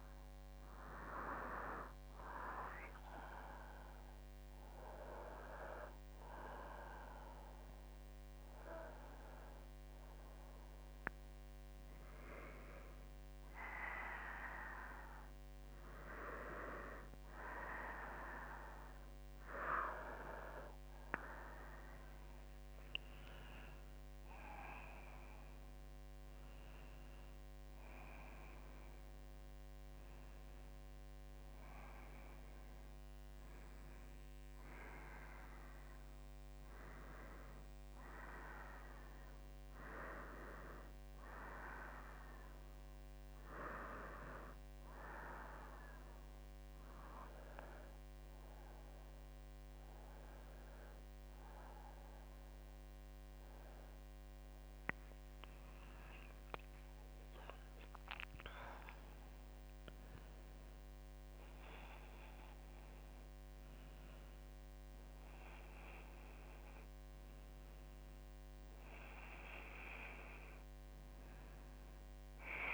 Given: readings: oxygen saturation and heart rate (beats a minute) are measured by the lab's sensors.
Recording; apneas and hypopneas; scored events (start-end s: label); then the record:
breathing in sleep by a microphone on the trachea; none
22.50-26.50 s: arousal
From the record:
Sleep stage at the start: N2 (light sleep); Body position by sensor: on the left side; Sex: female